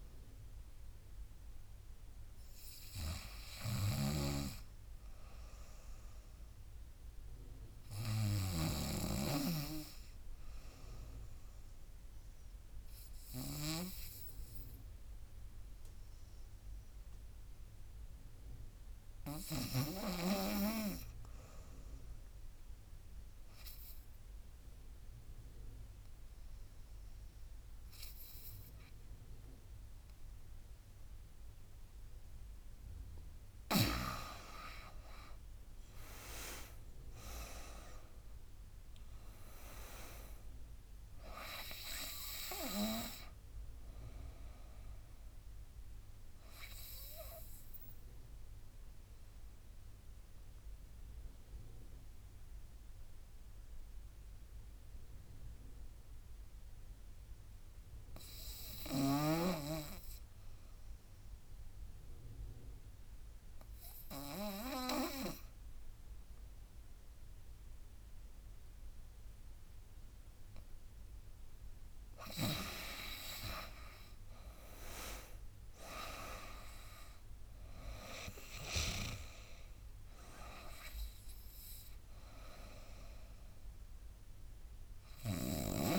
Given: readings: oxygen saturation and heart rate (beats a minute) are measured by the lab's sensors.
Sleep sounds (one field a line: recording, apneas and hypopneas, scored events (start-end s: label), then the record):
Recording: breathing in sleep by a room microphone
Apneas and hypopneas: 2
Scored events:
2.50-19.50 s: snoring (device-marked)
12.00-32.00 s: obstructive apnea (oxygen 98% before, 87% lowest, heart rate 78 before, 70 extreme, up 11 after)
25.50-58.50 s: oxygen desaturation (device-marked, oxygen 95% before, 87% lowest, heart rate 80 before, 70 extreme)
35.50-39.50 s: arousal
35.50-47.50 s: drop in pulse transit time (device-marked, heart rate 81 before, 78 extreme)
46.50-69.50 s: obstructive apnea (oxygen 95% before, 87% lowest, heart rate 85 before, 70 extreme, up 9 after)
71.50-85.50 s: drop in pulse transit time (device-marked, heart rate 79 before, 74 extreme)
72.00-75.50 s: arousal
72.50-85.99 s: oxygen desaturation (device-marked, oxygen 97% before, 90% lowest, heart rate 80 before, 70 extreme)
From the record:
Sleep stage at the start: N2 (light sleep)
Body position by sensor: on the back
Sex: female